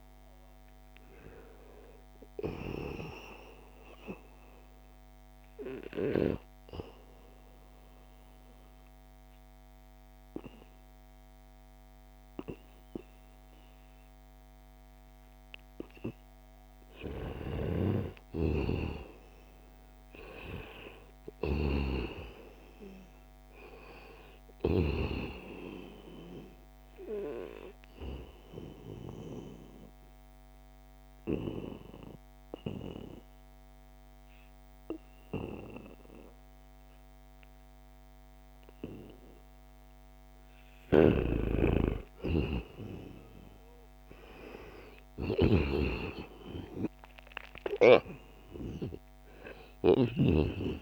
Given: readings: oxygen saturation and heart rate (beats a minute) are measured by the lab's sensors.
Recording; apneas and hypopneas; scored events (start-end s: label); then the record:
breathing in sleep by a microphone on the trachea; 2
0.00-4.00 s: oxygen desaturation (device-marked, oxygen 79% lowest, heart rate 61 extreme)
5.00-15.50 s: obstructive apnea (oxygen 98% before, 93% lowest, heart rate 112 before, 77 extreme, up 2 after)
16.50-21.00 s: arousal
23.00-37.00 s: oxygen desaturation (device-marked, oxygen 98% before, 93% lowest, heart rate 87 before, 77 extreme)
26.00-39.00 s: obstructive apnea (oxygen 99% before, 93% lowest, heart rate 85 before, 77 extreme, up 6 after)
40.00-49.50 s: snoring (device-marked)
41.00-44.50 s: arousal
46.00-50.82 s: new sleep stage, N2 (light sleep)
47.00-50.82 s: oxygen desaturation (device-marked, oxygen 97% before, 93% lowest, heart rate 81 before, 77 extreme)
From the record:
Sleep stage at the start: REM sleep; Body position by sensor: on the back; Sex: male